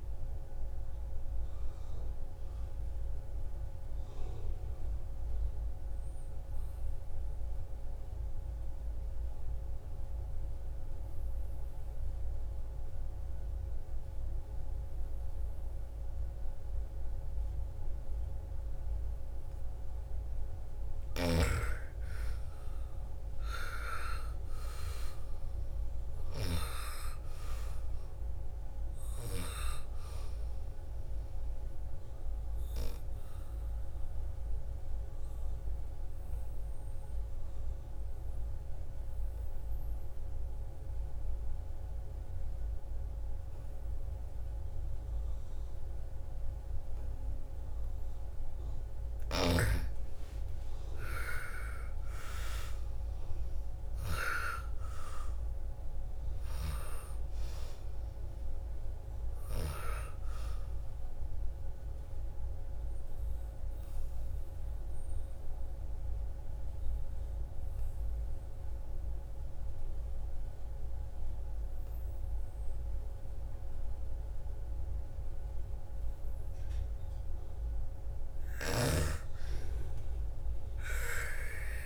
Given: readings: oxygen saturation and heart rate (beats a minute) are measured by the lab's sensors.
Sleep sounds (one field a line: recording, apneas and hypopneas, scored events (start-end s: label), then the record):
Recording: breathing in sleep by a room microphone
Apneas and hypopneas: 3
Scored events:
0.00-1.50 s: arousal
3.00-19.50 s: obstructive apnea (oxygen 98% before, 86% lowest, heart rate 69 before, 56 extreme, up 11 after)
21.50-24.50 s: arousal
22.00-40.00 s: oxygen desaturation (device-marked, oxygen 98% before, 86% lowest, heart rate 62 before, 57 extreme)
31.50-48.00 s: obstructive apnea (oxygen 98% before, 86% lowest, heart rate 61 before, 55 extreme, up 12 after)
49.50-53.50 s: arousal
54.00-70.00 s: oxygen desaturation (device-marked, oxygen 98% before, 87% lowest, heart rate 59 before, 54 extreme)
61.00-77.00 s: obstructive apnea (oxygen 98% before, 86% lowest, heart rate 63 before, 54 extreme, up 11 after)
78.00-81.86 s: snoring (device-marked)
79.50-81.86 s: arousal
From the record:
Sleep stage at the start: N2 (light sleep)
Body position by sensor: on the back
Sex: female